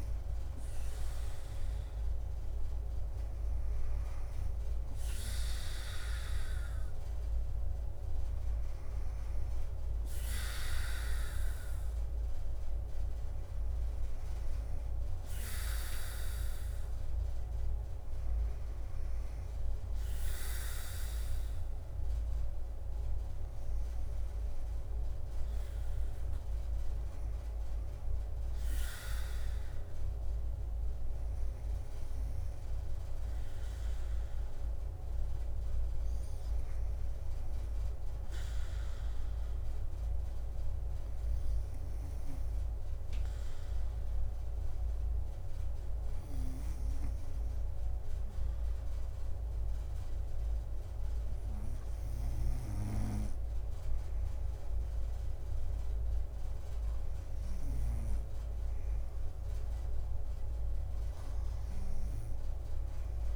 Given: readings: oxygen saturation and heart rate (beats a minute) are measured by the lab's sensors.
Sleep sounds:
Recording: breathing in sleep by a room microphone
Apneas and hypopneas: none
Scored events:
25.00-36.00 s: drop in pulse transit time (device-marked, heart rate 66 before, 56 extreme)
25.50-28.50 s: leg movement (device-marked)
46.00-52.50 s: snoring (device-marked)
From the record:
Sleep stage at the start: N2 (light sleep)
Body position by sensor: on the back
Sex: female

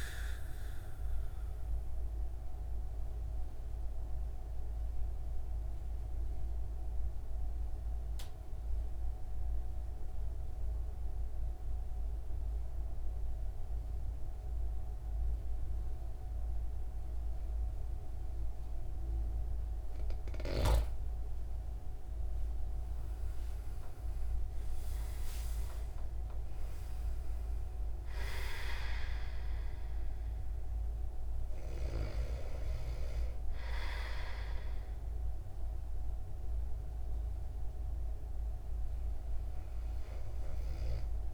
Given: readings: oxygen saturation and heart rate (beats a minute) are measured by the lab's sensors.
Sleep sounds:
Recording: breathing in sleep by a room microphone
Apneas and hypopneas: 1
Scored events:
2.00-20.00 s: obstructive apnea (oxygen 96% before, 92% lowest)
22.00-26.50 s: arousal
29.50-37.50 s: oxygen desaturation (device-marked, oxygen 96% before, 92% lowest)
From the record:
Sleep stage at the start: N2 (light sleep)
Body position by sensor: on the back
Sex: male

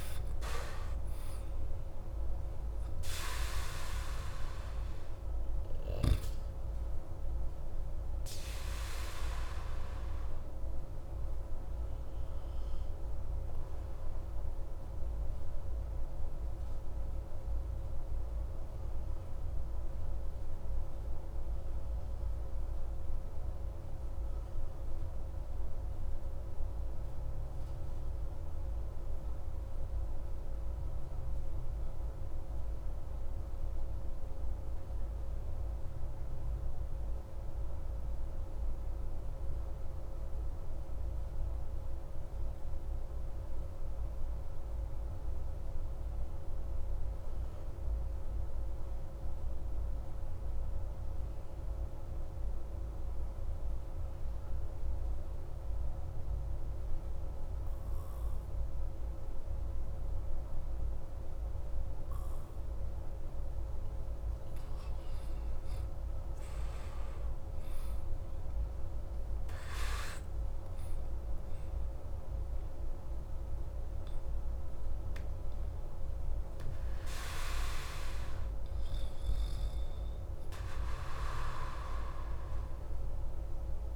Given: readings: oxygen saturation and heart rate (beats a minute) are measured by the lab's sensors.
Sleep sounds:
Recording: breathing in sleep, hard to hear, by a room microphone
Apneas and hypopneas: 1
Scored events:
0.00-33.00 s: oxygen desaturation (device-marked, oxygen 90% lowest)
8.50-63.50 s: obstructive apnea (oxygen 96% before, 87% lowest)
64.00-83.95 s: oxygen desaturation (device-marked, oxygen 96% before, 87% lowest)
67.00-72.00 s: arousal
From the record:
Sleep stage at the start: N2 (light sleep)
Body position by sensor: on the back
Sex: male

